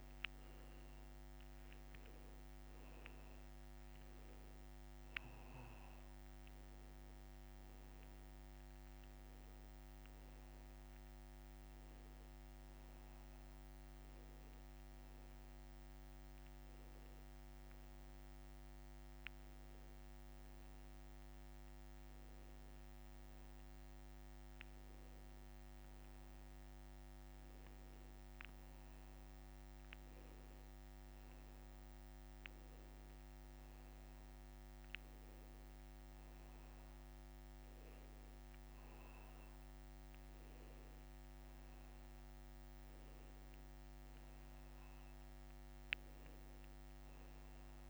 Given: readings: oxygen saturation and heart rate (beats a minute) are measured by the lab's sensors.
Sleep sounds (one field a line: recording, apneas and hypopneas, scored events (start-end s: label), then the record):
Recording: breathing in sleep, hard to hear, by a microphone on the trachea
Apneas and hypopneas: none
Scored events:
19.50-25.50 s: bradycardia (device-marked, heart rate 96 before, 40 extreme)
From the record:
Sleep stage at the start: N2 (light sleep)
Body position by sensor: on the back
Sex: male